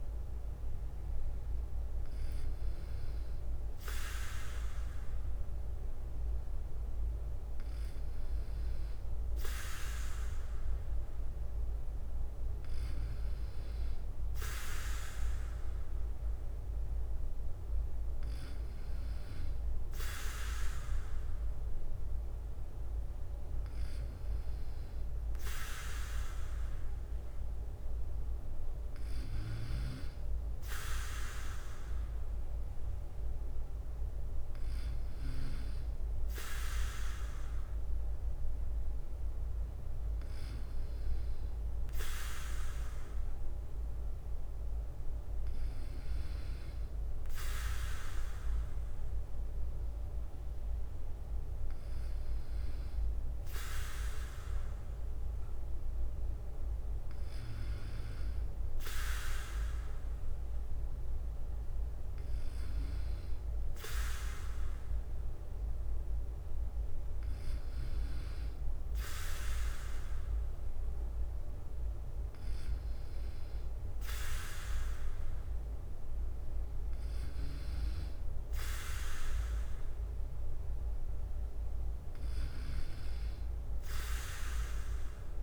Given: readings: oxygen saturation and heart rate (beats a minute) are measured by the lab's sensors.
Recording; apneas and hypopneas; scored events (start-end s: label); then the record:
breathing in sleep by a room microphone; none
0.00-85.43 s: bradycardia (device-marked, heart rate 52 extreme)
From the record:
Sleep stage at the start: N2 (light sleep); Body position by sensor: on the back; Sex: male